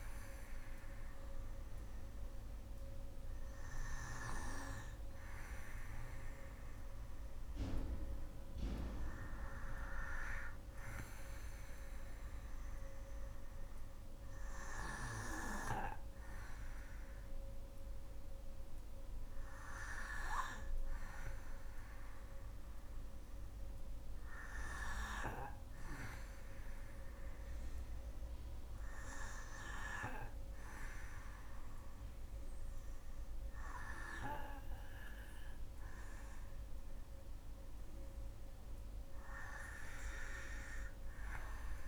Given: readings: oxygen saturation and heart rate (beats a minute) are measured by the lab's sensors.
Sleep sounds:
breathing in sleep by a room microphone; none
none scored
From the record:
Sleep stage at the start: N2 (light sleep); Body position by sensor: on the back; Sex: female

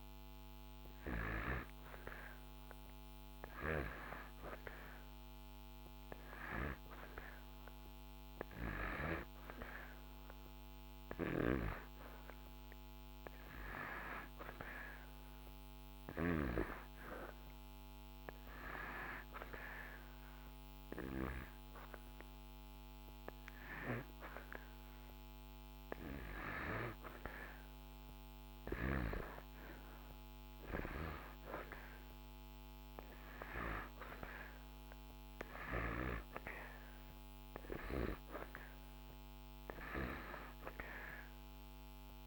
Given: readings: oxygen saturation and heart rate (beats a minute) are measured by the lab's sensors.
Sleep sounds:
breathing in sleep by a microphone on the trachea; none
0.00-3.00 s: oxygen desaturation (device-marked, oxygen 88% lowest)
From the record:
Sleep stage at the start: N1 (lightest sleep); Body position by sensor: on the back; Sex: male

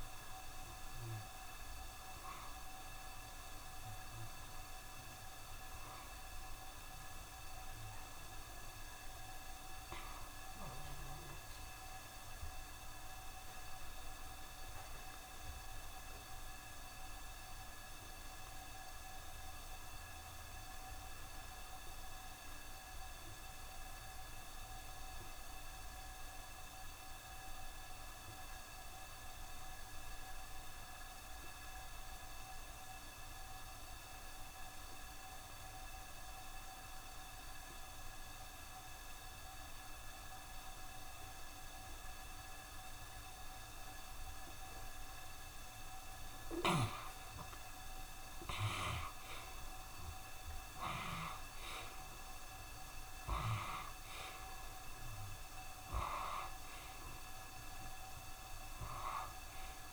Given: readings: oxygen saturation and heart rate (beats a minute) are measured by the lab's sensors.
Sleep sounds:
breathing in sleep, hard to hear, by a room microphone; 1
0.00-10.00 s: oxygen desaturation (device-marked, oxygen 79% lowest, heart rate 66 extreme)
12.00-45.00 s: obstructive apnea (oxygen 94% before, 77% lowest, heart rate 68 before, 66 extreme, up 2 after)
29.00-59.92 s: oxygen desaturation (device-marked, oxygen 94% before, 77% lowest, heart rate 66 before, 65 extreme)
47.50-53.00 s: arousal
From the record:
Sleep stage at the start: N2 (light sleep); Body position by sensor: on the back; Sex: male

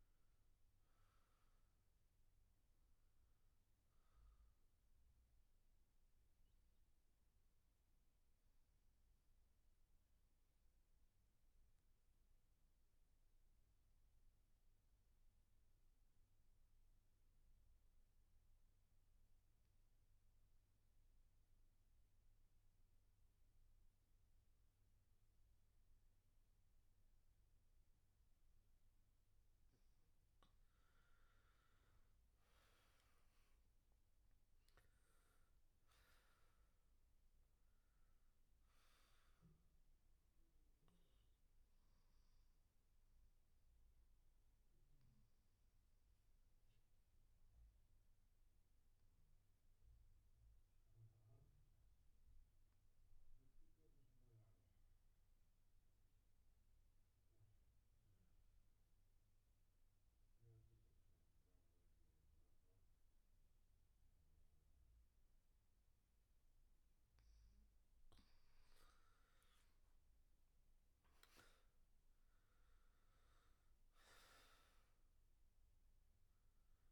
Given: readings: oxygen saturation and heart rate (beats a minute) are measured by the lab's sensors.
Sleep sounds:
breathing in sleep, hard to hear, by a room microphone; 2
0.00-13.50 s: oxygen desaturation (device-marked, oxygen 82% lowest, heart rate 60 extreme)
7.00-29.00 s: obstructive apnea (oxygen 99% before, 81% lowest, heart rate 73 before, 60 extreme, up 14 after)
25.50-51.50 s: oxygen desaturation (device-marked, oxygen 98% before, 81% lowest, heart rate 65 before, 63 extreme)
31.50-35.50 s: arousal
41.50-66.50 s: obstructive apnea (oxygen 98% before, 81% lowest, heart rate 73 before, 60 extreme, up 15 after)
64.50-76.92 s: oxygen desaturation (device-marked, oxygen 98% before, 81% lowest, heart rate 64 before, 60 extreme)
69.50-73.00 s: arousal
From the record:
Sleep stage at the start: N2 (light sleep); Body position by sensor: on the back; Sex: male

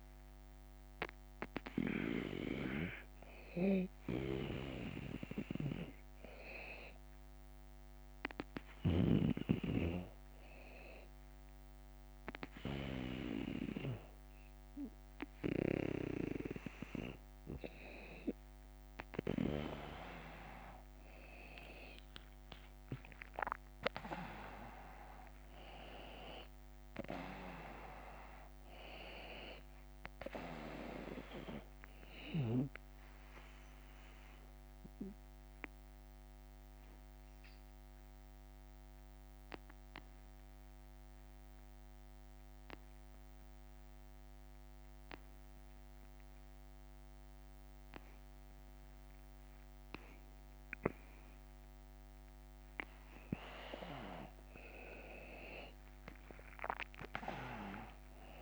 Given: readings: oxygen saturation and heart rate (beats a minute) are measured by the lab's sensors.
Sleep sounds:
breathing in sleep by a microphone on the trachea; 2
1.00-18.00 s: hypopnea (oxygen 96% before, 93% lowest, heart rate 80 before, 72 extreme, up 7 after)
20.50-25.00 s: arousal
32.00-54.00 s: obstructive apnea (oxygen 96% before, 93% lowest, heart rate 81 before, 72 extreme, up 10 after)
57.00-58.42 s: arousal
From the record:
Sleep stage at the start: N2 (light sleep); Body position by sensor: on the back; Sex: male

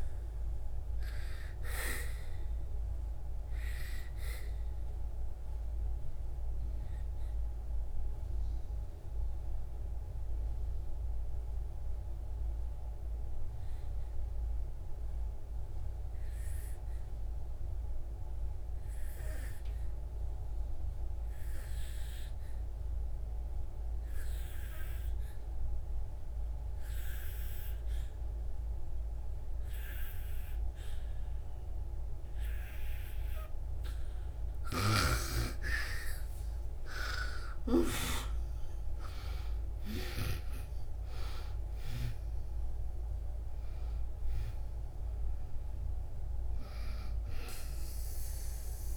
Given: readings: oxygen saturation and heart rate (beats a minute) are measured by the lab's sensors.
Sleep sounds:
breathing in sleep by a room microphone; 1
1.00-28.00 s: oxygen desaturation (device-marked, oxygen 97% before, 89% lowest, heart rate 64 before, 57 extreme)
4.00-33.50 s: obstructive apnea (oxygen 97% before, 85% lowest, heart rate 65 before, 57 extreme, up 28 after)
36.50-41.50 s: arousal
38.00-48.97 s: oxygen desaturation (device-marked, oxygen 98% before, 85% lowest, heart rate 77 before, 60 extreme)
From the record:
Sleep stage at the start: N2 (light sleep); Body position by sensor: on the back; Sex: female

